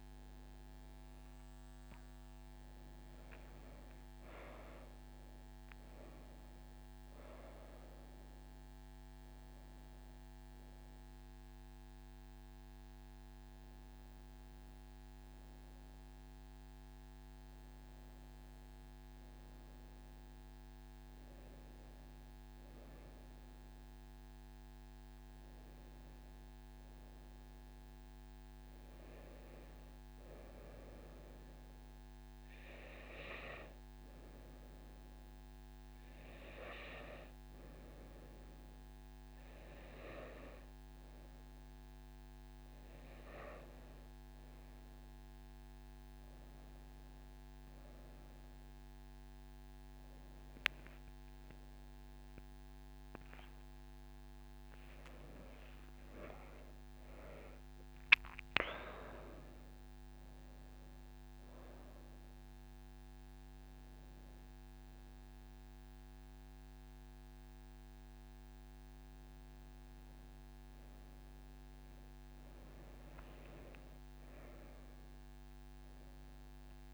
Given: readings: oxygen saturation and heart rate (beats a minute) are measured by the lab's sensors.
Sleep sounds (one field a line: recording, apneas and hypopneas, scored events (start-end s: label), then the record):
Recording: a person awake in a sleep study, by a microphone on the trachea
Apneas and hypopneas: none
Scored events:
56.50-58.50 s: long interval between heartbeats (device-marked)
From the record:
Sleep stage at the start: awake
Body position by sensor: on the right side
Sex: female